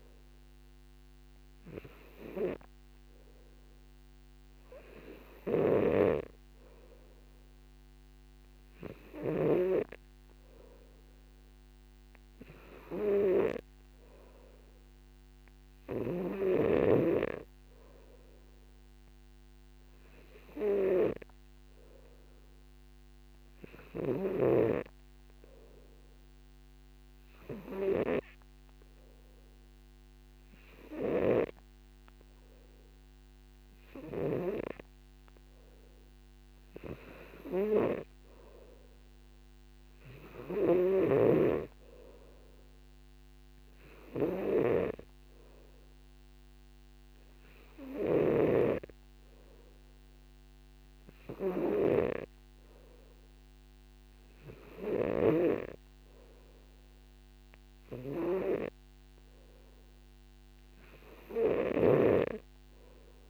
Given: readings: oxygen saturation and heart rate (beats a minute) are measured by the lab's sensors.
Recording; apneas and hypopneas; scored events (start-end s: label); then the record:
breathing in sleep by a microphone on the trachea; none
6.00-10.00 s: snoring (device-marked)
31.50-35.00 s: snoring (device-marked)
41.00-49.00 s: snoring (device-marked)
From the record:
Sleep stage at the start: N3 (deep sleep); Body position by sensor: on the back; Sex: male